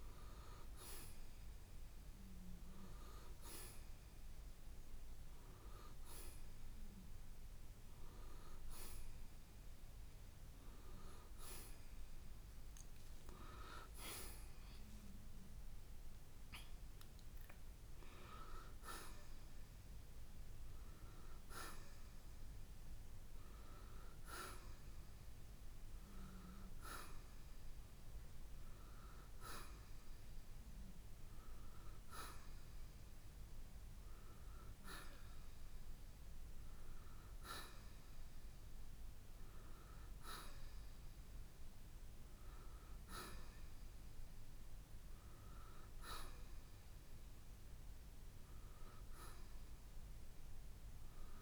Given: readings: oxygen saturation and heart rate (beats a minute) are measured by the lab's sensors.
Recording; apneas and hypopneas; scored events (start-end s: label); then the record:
breathing in sleep by a room microphone; none
none scored
From the record:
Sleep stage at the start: N1 (lightest sleep); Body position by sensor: on the right side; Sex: male